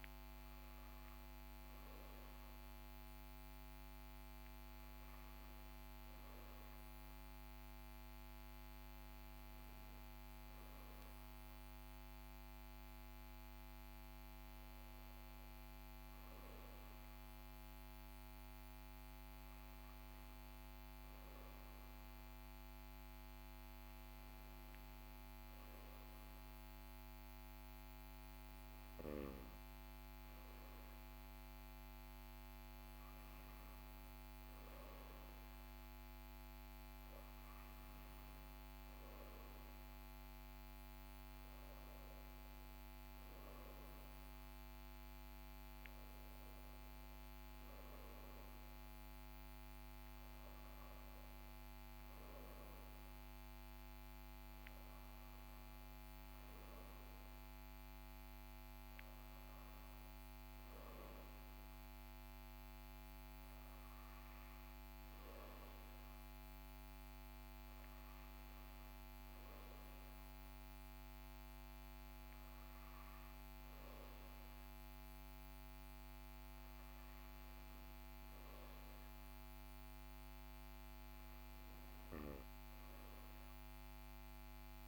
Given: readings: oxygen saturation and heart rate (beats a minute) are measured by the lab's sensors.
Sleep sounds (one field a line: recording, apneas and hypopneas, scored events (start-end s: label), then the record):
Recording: breathing in sleep, hard to hear, by a microphone on the trachea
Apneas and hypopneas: none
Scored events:
67.50-84.88 s: new sleep stage, N2 (light sleep)
From the record:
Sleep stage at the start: REM sleep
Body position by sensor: on the back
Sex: male